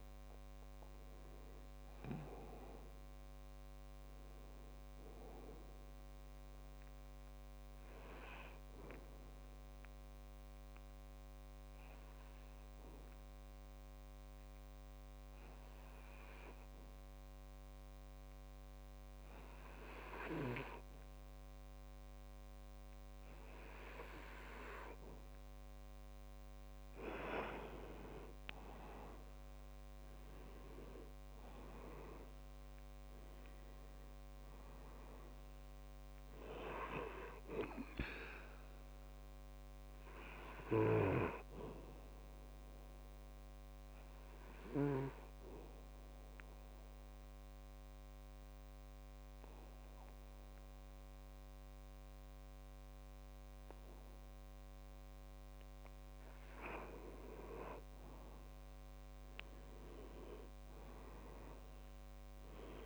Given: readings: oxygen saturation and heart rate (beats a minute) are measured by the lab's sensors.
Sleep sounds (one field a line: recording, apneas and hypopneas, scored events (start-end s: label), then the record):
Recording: breathing in sleep by a microphone on the trachea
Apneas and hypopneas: 2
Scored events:
0.00-20.50 s: oxygen desaturation (device-marked, oxygen 89% lowest, heart rate 63 extreme)
9.50-24.50 s: obstructive apnea (oxygen 98% before, 90% lowest, heart rate 76 before, 63 extreme, up 6 after)
29.00-33.50 s: arousal
36.50-52.50 s: oxygen desaturation (device-marked, oxygen 99% before, 94% lowest, heart rate 66 before, 64 extreme)
43.00-56.50 s: obstructive apnea (oxygen 99% before, 92% lowest, heart rate 67 before, 63 extreme, up 5 after)
58.50-62.50 s: arousal
From the record:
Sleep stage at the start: N2 (light sleep)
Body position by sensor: on the back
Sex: male